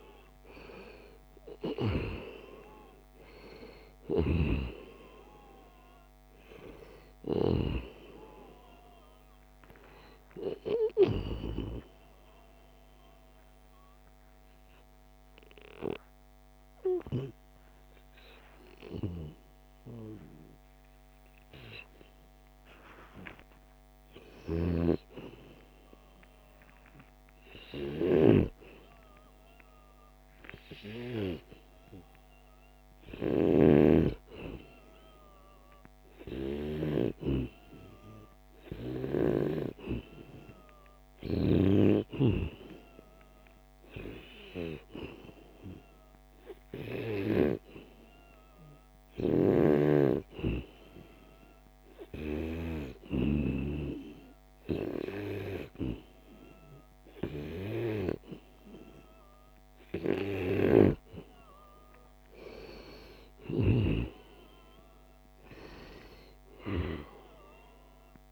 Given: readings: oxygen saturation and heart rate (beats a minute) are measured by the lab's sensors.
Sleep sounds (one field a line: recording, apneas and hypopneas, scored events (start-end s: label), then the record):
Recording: breathing in sleep by a microphone on the trachea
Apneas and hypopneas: 1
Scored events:
0.00-20.00 s: oxygen desaturation (device-marked, oxygen 89% lowest, heart rate 75 extreme)
9.50-11.50 s: long interval between heartbeats (device-marked, heart rate 76 before, 94 extreme)
23.00-25.00 s: long interval between heartbeats (device-marked, heart rate 85 before, 95 extreme)
23.00-27.50 s: arousal
30.00-60.50 s: hypopnea (oxygen 97% before, 88% lowest, heart rate 87 before, 77 extreme, up 12 after)
41.00-43.00 s: long interval between heartbeats (device-marked, heart rate 82 before, 87 extreme)
61.50-63.50 s: long interval between heartbeats (device-marked, heart rate 82 before, 88 extreme)
62.00-65.50 s: arousal
From the record:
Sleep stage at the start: N2 (light sleep)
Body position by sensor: on the right side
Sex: male